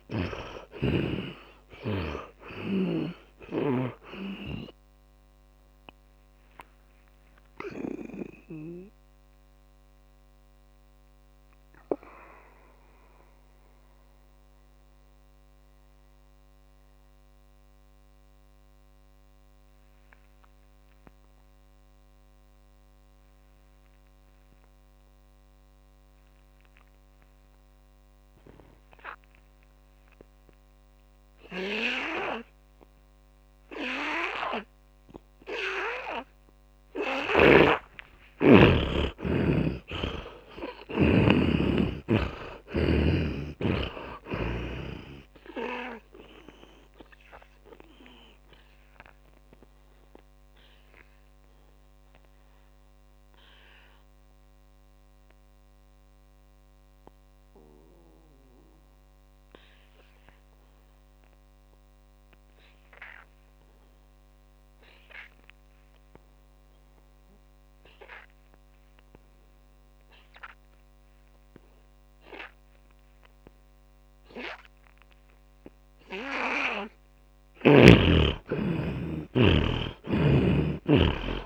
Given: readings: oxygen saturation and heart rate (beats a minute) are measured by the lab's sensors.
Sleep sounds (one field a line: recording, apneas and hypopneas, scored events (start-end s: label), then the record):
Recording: breathing in sleep by a microphone on the trachea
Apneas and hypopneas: 2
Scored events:
0.00-4.50 s: snoring (device-marked)
0.00-22.50 s: oxygen desaturation (device-marked, oxygen 79% lowest)
6.50-37.00 s: mixed apnea (oxygen 100% before, 77% lowest)
38.50-42.50 s: arousal
41.50-44.50 s: tachycardia (device-marked)
42.50-65.50 s: oxygen desaturation (device-marked, oxygen 99% before, 77% lowest, heart rate 38 before, 34 extreme)
46.00-77.00 s: obstructive apnea (oxygen 100% before, 77% lowest)
63.50-71.50 s: tachycardia (device-marked)
79.50-81.46 s: arousal
79.50-81.46 s: oxygen desaturation (device-marked, oxygen 100% before, 79% lowest)
From the record:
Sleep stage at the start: N2 (light sleep)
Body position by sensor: on the back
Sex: male